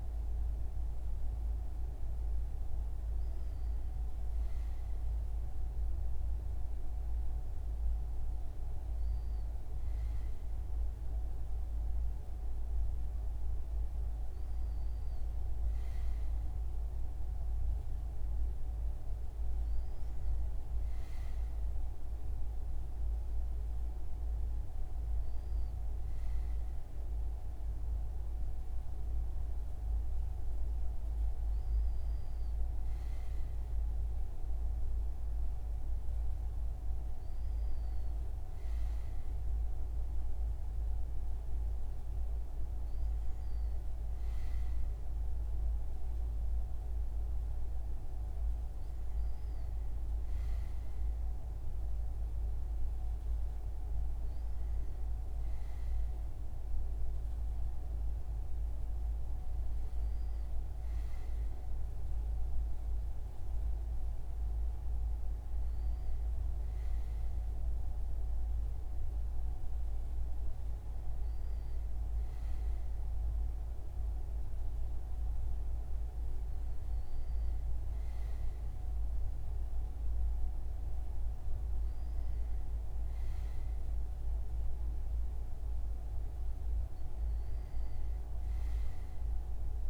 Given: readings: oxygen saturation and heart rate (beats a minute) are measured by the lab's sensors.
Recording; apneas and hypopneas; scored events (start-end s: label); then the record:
breathing in sleep, hard to hear, by a room microphone; none
none scored
From the record:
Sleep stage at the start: N2 (light sleep); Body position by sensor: on the front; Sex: male